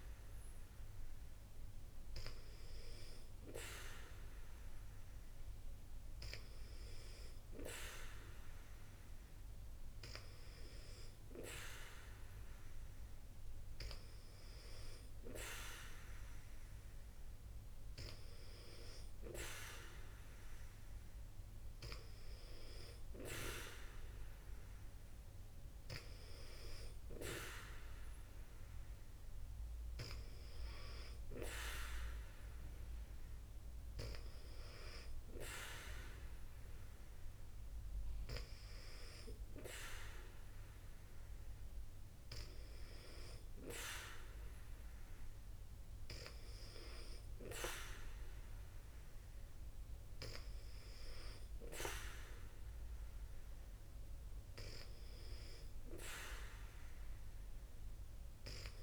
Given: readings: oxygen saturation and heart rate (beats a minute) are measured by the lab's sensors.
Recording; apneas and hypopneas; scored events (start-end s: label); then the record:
breathing in sleep by a room microphone; none
none scored
From the record:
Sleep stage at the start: N2 (light sleep); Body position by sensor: on the back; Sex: female